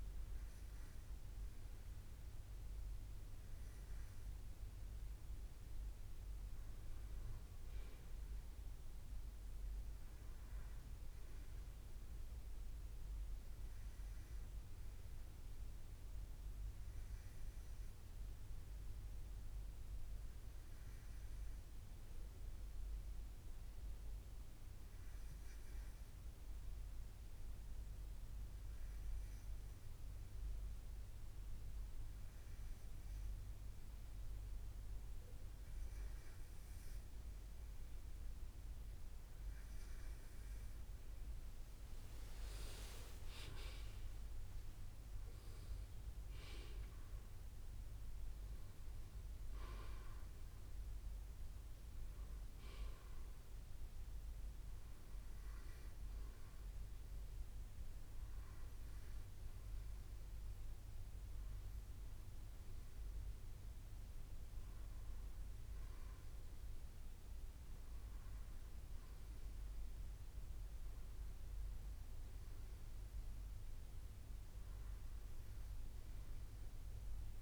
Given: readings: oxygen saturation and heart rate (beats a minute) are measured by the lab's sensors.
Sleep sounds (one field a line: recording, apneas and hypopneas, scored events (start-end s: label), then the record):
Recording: breathing in sleep, hard to hear, by a room microphone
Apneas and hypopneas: 1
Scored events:
14.00-35.50 s: hypopnea (oxygen 96% before, 93% lowest, heart rate 65 before, 61 extreme, up 9 after)
39.50-44.50 s: arousal
42.50-44.50 s: long interval between heartbeats (device-marked, heart rate 63 before, 68 extreme)
From the record:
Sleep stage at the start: N2 (light sleep)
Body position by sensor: on the right side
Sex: male